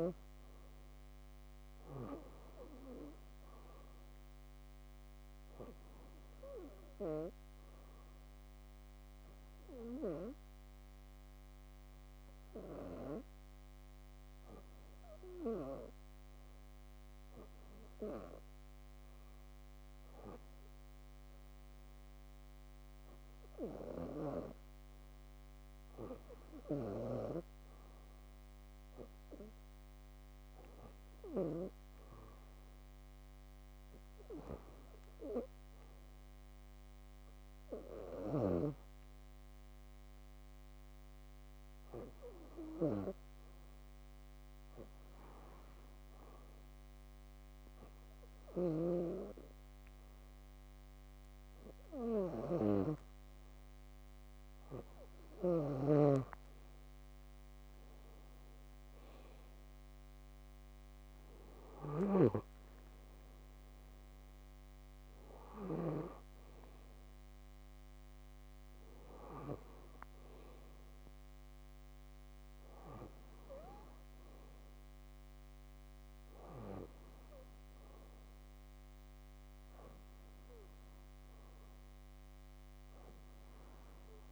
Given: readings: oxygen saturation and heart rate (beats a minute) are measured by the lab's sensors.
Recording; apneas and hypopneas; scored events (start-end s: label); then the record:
breathing in sleep by a microphone on the trachea; 2
5.50-22.00 s: obstructive apnea (oxygen 97% before, 92% lowest, heart rate 64 before, 59 extreme, up 1 after)
24.00-27.00 s: arousal
35.00-45.50 s: hypopnea (oxygen 96% before, 92% lowest, heart rate 62 before, 64 extreme, up 5 after)
36.00-45.00 s: oxygen desaturation (device-marked, oxygen 96% before, 93% lowest, heart rate 61 before, 65 extreme)
51.50-56.00 s: arousal
58.00-84.32 s: new sleep stage, N2 (light sleep)
64.00-75.00 s: oxygen desaturation (device-marked, oxygen 95% before, 92% lowest, heart rate 67 before, 59 extreme)
81.00-84.00 s: bradycardia (device-marked, heart rate 64 before, 61 extreme)
From the record:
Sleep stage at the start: REM sleep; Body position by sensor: on the back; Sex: female